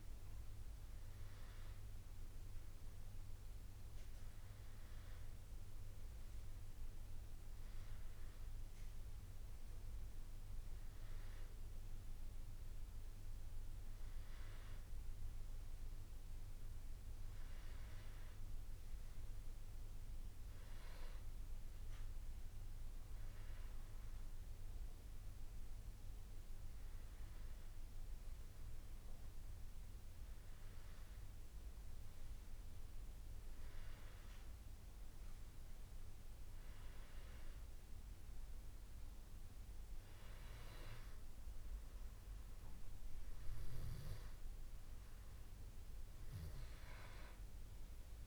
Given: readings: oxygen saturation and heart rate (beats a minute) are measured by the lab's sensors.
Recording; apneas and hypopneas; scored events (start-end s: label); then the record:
breathing in sleep, hard to hear, by a room microphone; none
none scored
From the record:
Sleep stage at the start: N2 (light sleep); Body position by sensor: on the back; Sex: male